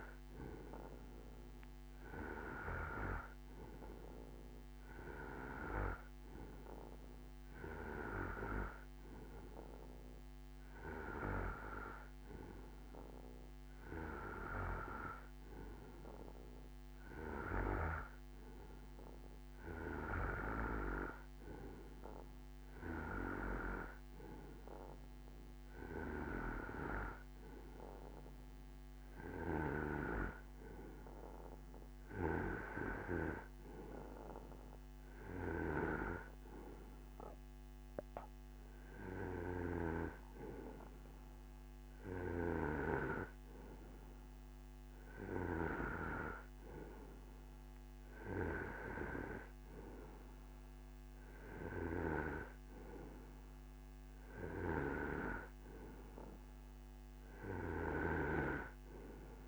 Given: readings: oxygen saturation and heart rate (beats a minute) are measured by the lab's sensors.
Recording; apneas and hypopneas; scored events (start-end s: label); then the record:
breathing in sleep by a microphone on the trachea; none
2.50-8.50 s: bradycardia (device-marked, heart rate 67 before, 41 extreme)
52.50-58.50 s: bradycardia (device-marked, heart rate 68 before, 56 extreme)
From the record:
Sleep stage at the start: N2 (light sleep); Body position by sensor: on the right side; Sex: male